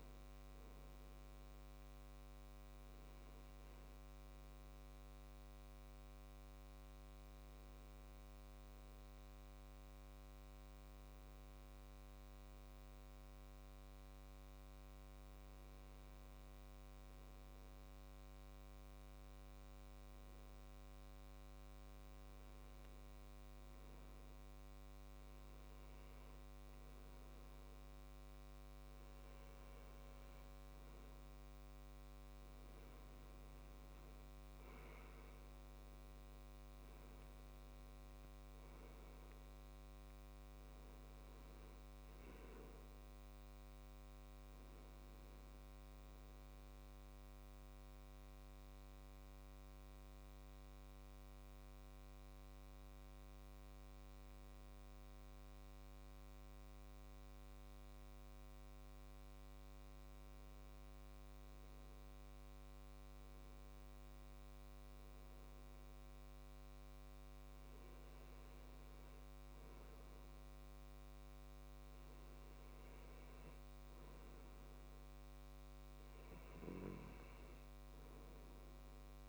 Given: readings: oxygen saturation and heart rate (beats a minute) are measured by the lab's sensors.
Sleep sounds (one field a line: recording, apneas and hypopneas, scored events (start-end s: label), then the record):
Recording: breathing in sleep, hard to hear, by a microphone on the trachea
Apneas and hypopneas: 2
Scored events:
4.50-24.50 s: hypopnea (oxygen 97% before, 95% lowest, heart rate 70 before, 63 extreme, up 2 after)
33.50-37.00 s: arousal
46.00-70.00 s: hypopnea (oxygen 98% before, 95% lowest, heart rate 69 before, 63 extreme, up 5 after)
72.00-75.00 s: arousal
From the record:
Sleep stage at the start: N2 (light sleep)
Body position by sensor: on the left side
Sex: male